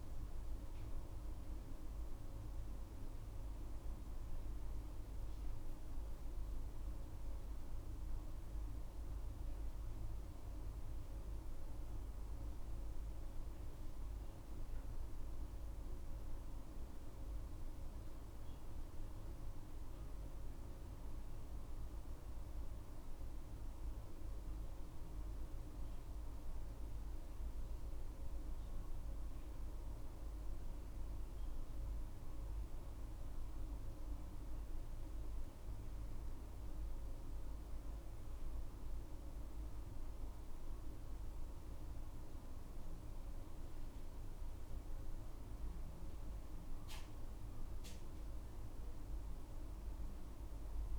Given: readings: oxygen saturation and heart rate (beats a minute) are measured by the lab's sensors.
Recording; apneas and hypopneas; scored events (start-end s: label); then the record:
breathing in sleep, hard to hear, by a room microphone; none
9.50-50.99 s: new sleep stage, N2 (light sleep)
From the record:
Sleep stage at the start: N1 (lightest sleep); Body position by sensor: on the right side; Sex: female